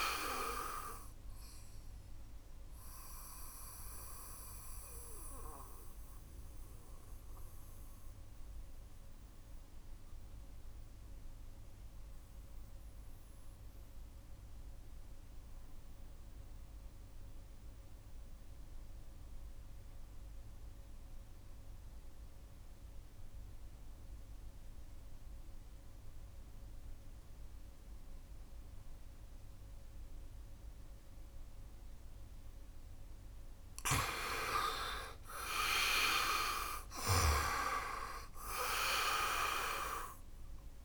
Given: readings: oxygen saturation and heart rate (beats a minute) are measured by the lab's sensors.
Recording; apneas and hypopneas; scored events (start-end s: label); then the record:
breathing in sleep by a room microphone; 1
0.00-24.50 s: oxygen desaturation (device-marked, oxygen 78% lowest, heart rate 64 extreme)
1.50-32.50 s: mixed apnea (oxygen 98% before, 78% lowest, heart rate 69 before, 64 extreme, up 5 after)
31.50-40.85 s: oxygen desaturation (device-marked, oxygen 98% before, 79% lowest, heart rate 69 before, 66 extreme)
34.50-38.50 s: arousal
From the record:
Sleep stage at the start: N2 (light sleep); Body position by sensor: on the back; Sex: male